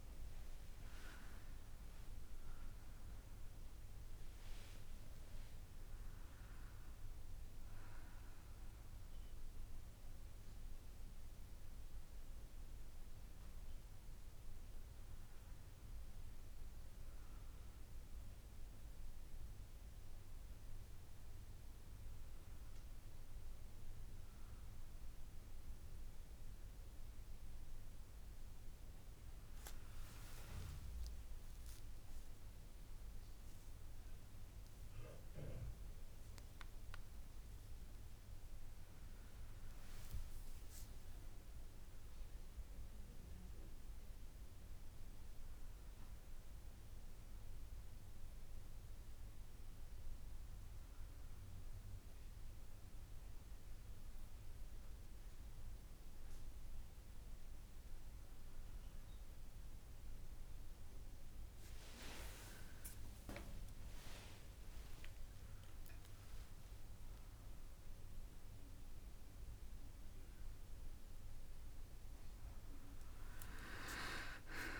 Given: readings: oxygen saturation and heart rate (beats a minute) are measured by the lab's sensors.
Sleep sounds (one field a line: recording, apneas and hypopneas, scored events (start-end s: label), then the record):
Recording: a person awake in a sleep study, by a room microphone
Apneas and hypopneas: none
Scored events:
none scored
From the record:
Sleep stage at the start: awake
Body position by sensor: on the back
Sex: female